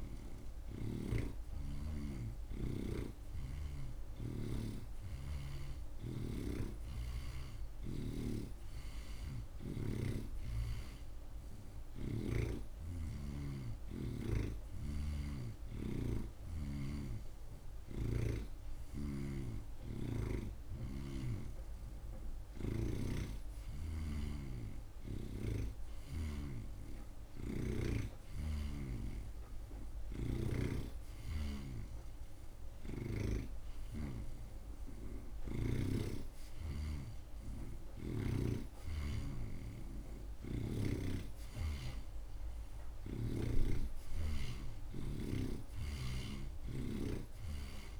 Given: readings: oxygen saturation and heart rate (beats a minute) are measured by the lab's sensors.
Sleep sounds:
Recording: breathing in sleep by a room microphone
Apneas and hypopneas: none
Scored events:
0.00-7.00 s: oxygen desaturation (device-marked, oxygen 83% lowest)
9.00-29.00 s: oxygen desaturation (device-marked, oxygen 89% before, 84% lowest)
14.50-18.50 s: snoring (device-marked)
From the record:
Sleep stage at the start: N2 (light sleep)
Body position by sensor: on the right side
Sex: male

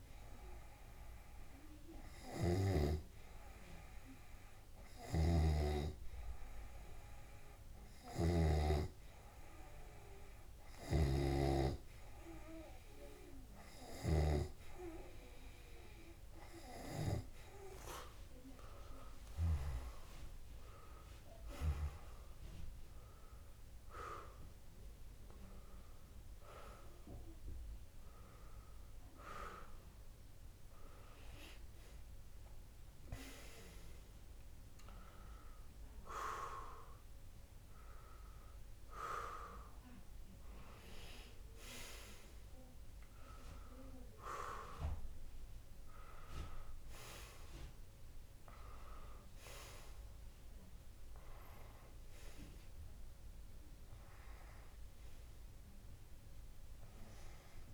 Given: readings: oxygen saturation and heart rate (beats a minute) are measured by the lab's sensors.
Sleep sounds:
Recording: breathing in sleep by a room microphone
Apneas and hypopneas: none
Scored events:
0.00-3.50 s: snoring (device-marked)
5.50-15.00 s: snoring (device-marked)
7.50-9.50 s: long interval between heartbeats (device-marked)
13.00-15.00 s: long interval between heartbeats (device-marked, heart rate 53 before, 34 extreme)
15.00-17.00 s: long interval between heartbeats (device-marked, heart rate 47 before, 47 extreme)
21.00-24.50 s: arousal
23.00-25.00 s: long interval between heartbeats (device-marked, heart rate 36 before, 39 extreme)
28.00-30.00 s: long interval between heartbeats (device-marked, heart rate 35 before, 30 extreme)
35.00-37.00 s: long interval between heartbeats (device-marked, heart rate 39 before, 33 extreme)
37.50-39.50 s: long interval between heartbeats (device-marked, heart rate 37 before, 47 extreme)
38.00-44.00 s: tachycardia (device-marked, heart rate 57 before, 138 extreme)
42.00-44.00 s: long interval between heartbeats (device-marked, heart rate 43 before, 127 extreme)
49.00-51.00 s: long interval between heartbeats (device-marked, heart rate 68 before, 28 extreme)
52.00-55.00 s: arousal
53.50-55.50 s: long interval between heartbeats (device-marked, heart rate 66 before, 30 extreme)
From the record:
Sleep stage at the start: N2 (light sleep)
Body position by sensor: on the left side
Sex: male

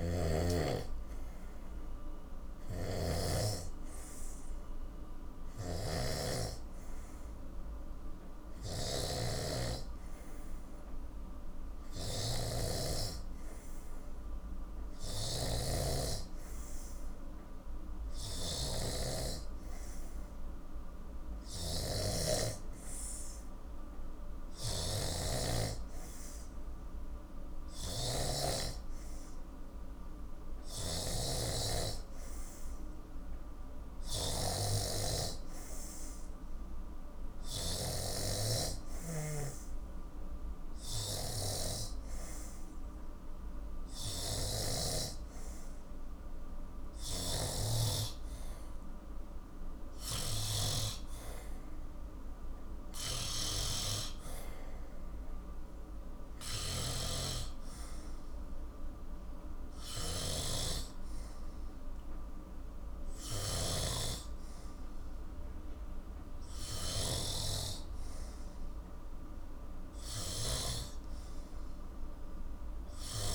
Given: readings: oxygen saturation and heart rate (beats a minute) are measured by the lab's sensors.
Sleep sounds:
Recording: breathing in sleep by a room microphone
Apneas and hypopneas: none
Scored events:
0.00-50.50 s: snoring (device-marked)
56.50-73.35 s: snoring (device-marked)
From the record:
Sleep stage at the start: N2 (light sleep)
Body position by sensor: on the back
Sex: male

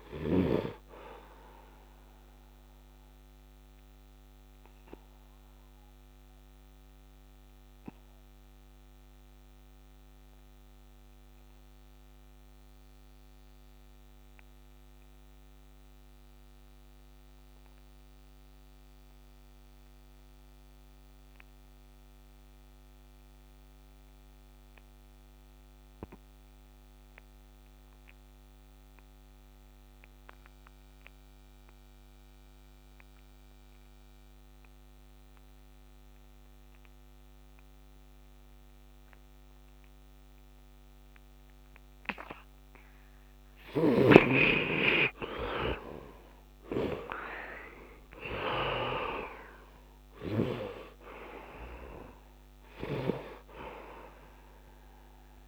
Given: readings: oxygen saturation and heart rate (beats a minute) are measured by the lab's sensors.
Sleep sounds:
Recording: breathing in sleep by a microphone on the trachea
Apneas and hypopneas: 1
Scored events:
0.00-7.50 s: oxygen desaturation (device-marked, oxygen 75% lowest, heart rate 71 extreme)
4.00-42.00 s: obstructive apnea (oxygen 96% before, 63% lowest, heart rate 81 before, 71 extreme, up 10 after)
24.50-55.48 s: oxygen desaturation (device-marked, oxygen 99% before, 63% lowest, heart rate 74 before, 73 extreme)
44.50-49.50 s: arousal
From the record:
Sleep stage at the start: N2 (light sleep)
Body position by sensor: on the back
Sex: male

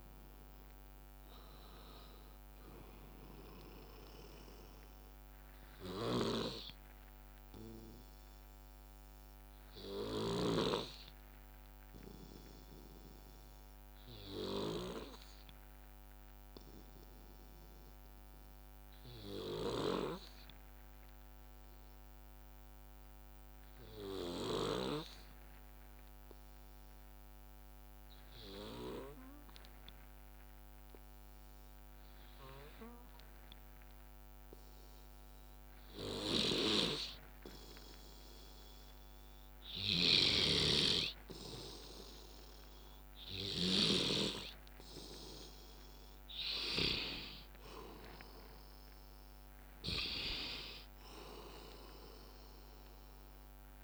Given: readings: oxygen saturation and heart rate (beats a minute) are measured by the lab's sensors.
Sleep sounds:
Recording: breathing in sleep by a microphone on the trachea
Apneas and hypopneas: 1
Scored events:
0.00-1.00 s: arousal
0.00-8.00 s: drop in pulse transit time (device-marked, heart rate 59 extreme)
0.00-18.00 s: oxygen desaturation (device-marked, oxygen 88% lowest, heart rate 55 extreme)
4.00-21.00 s: bradycardia (device-marked, heart rate 64 before, 55 extreme)
7.00-39.00 s: obstructive apnea (oxygen 98% before, 88% lowest, heart rate 65 before, 55 extreme, up 8 after)
32.00-34.00 s: bradycardia (device-marked, heart rate 64 before, 60 extreme)
33.00-53.84 s: oxygen desaturation (device-marked, oxygen 99% before, 91% lowest, heart rate 59 before, 55 extreme)
47.00-51.00 s: arousal
From the record:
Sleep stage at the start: N2 (light sleep)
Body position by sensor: on the back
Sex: male

